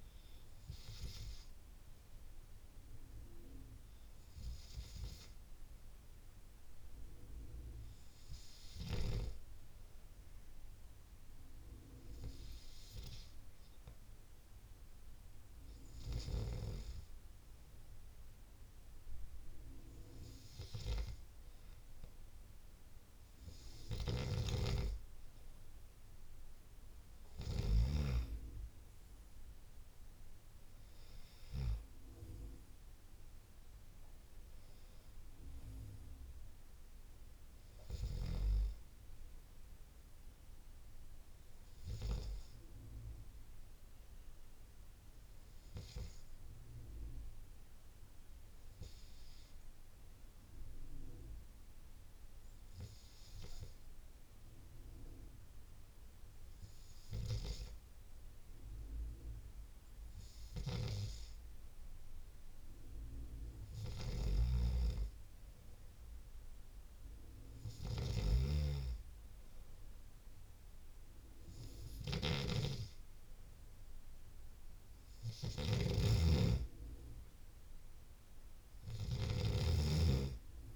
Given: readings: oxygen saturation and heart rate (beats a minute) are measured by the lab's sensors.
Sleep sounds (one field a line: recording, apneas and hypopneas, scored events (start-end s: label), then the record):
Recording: breathing in sleep by a room microphone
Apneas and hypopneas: none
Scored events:
none scored
From the record:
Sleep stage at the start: N2 (light sleep)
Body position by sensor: on the left side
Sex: male